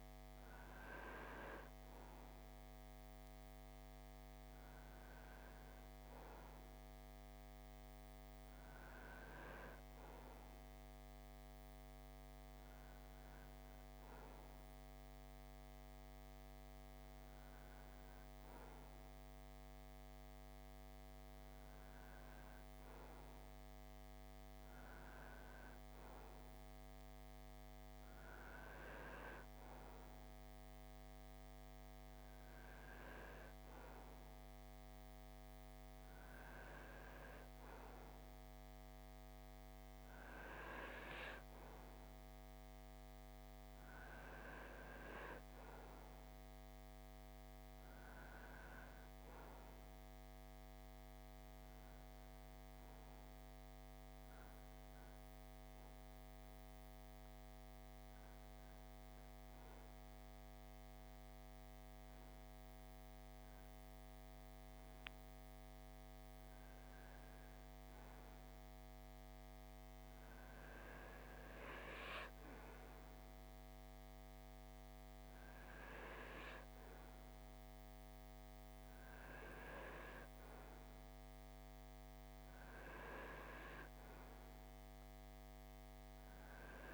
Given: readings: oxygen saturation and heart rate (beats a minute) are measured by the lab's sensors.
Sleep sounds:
breathing in sleep by a microphone on the trachea; none
14.50-86.94 s: new sleep stage, REM sleep
From the record:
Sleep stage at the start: N2 (light sleep); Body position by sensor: on the right side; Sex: male

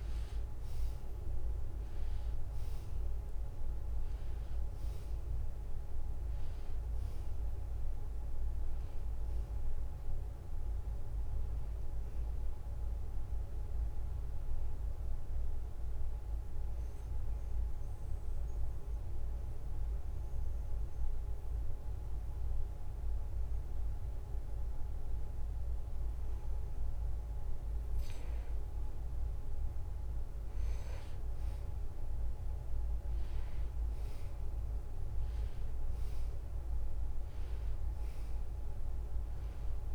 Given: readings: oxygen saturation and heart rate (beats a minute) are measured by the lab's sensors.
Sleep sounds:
breathing in sleep, hard to hear, by a room microphone; 1
0.50-21.50 s: drop in pulse transit time (device-marked, heart rate 72 before, 72 extreme)
1.50-22.50 s: oxygen desaturation (device-marked, oxygen 95% before, 89% lowest, heart rate 72 before, 69 extreme)
17.00-28.00 s: obstructive apnea (oxygen 95% before, 88% lowest, heart rate 75 before, 69 extreme, up 1 after)
30.00-34.50 s: arousal
36.50-39.95 s: oxygen desaturation (device-marked, oxygen 95% before, 90% lowest, heart rate 71 before, 69 extreme)
From the record:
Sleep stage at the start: N2 (light sleep); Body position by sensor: on the back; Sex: male

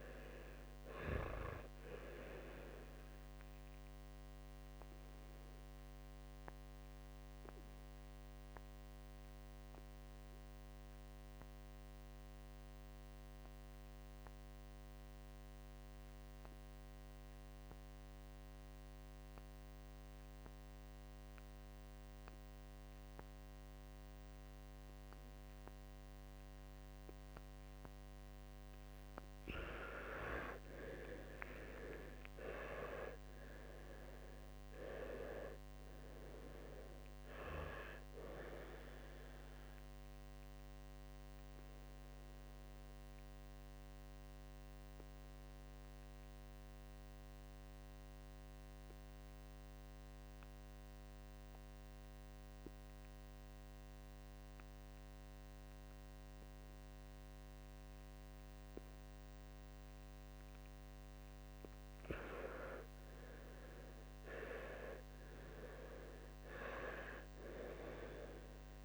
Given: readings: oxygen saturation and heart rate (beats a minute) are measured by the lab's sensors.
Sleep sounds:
breathing in sleep by a microphone on the trachea; 2
4.50-27.00 s: obstructive apnea (oxygen 99% before, 90% lowest, heart rate 69 before, 46 extreme, up 30 after)
19.00-33.00 s: oxygen desaturation (device-marked, oxygen 95% before, 90% lowest, heart rate 70 before, 46 extreme)
30.00-34.50 s: arousal
40.00-60.50 s: obstructive apnea (oxygen 100% before, 89% lowest, heart rate 68 before, 58 extreme, up 53 after)
60.00-65.00 s: oxygen desaturation (device-marked, oxygen 96% before, 92% lowest, heart rate 60 before, 59 extreme)
62.00-65.50 s: arousal
From the record:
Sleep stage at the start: N2 (light sleep); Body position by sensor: on the back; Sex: male

